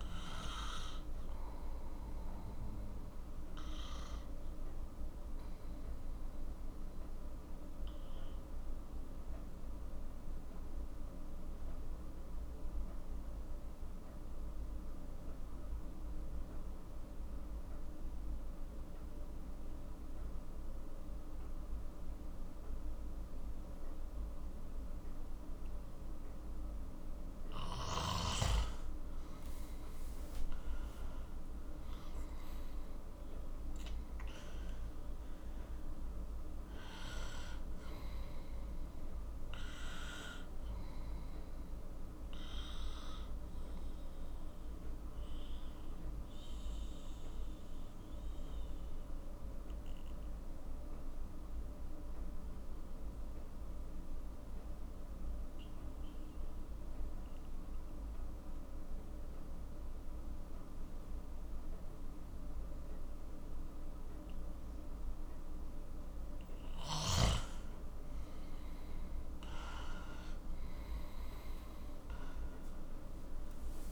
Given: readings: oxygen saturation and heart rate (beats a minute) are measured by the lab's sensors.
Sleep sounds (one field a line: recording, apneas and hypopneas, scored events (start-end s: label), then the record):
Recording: breathing in sleep, hard to hear, by a room microphone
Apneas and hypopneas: 2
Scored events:
0.00-10.00 s: oxygen desaturation (device-marked, oxygen 91% lowest, heart rate 41 extreme)
1.50-27.50 s: obstructive apnea (oxygen 98% before, 90% lowest, heart rate 53 before, 41 extreme, up 17 after)
28.00-55.00 s: oxygen desaturation (device-marked, oxygen 97% before, 90% lowest, heart rate 45 before, 41 extreme)
29.00-33.50 s: arousal
43.00-65.00 s: obstructive apnea (oxygen 97% before, 90% lowest, heart rate 54 before, 40 extreme, up 17 after)
67.00-71.50 s: arousal
68.00-73.92 s: oxygen desaturation (device-marked, oxygen 97% before, 90% lowest, heart rate 43 before, 40 extreme)
From the record:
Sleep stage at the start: N2 (light sleep)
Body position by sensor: on the left side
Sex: male